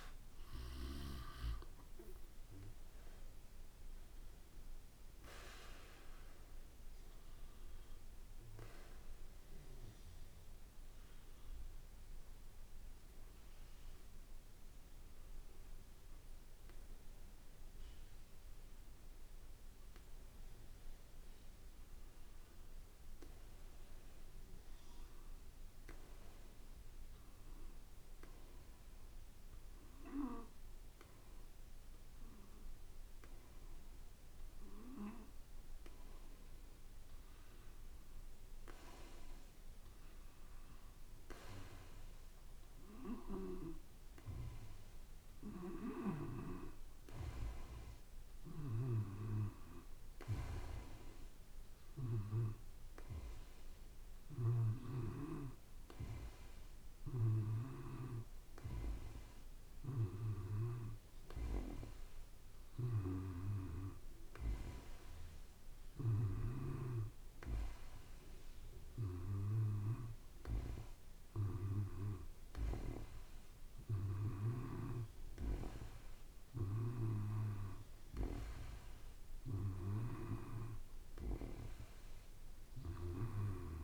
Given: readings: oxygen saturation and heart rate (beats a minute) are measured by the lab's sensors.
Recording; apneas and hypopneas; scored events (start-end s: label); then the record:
breathing in sleep by a room microphone; 1
0.00-10.50 s: oxygen desaturation (device-marked, oxygen 91% lowest, heart rate 54 extreme)
19.50-79.50 s: new sleep stage, REM sleep
25.00-37.00 s: hypopnea (oxygen 95% before, 92% lowest, heart rate 55 before, 55 extreme, up 2 after)
39.50-43.00 s: arousal
48.50-55.00 s: snoring (device-marked)
79.50-83.84 s: new sleep stage, N2 (light sleep)
From the record:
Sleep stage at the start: N2 (light sleep); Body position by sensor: on the back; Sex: male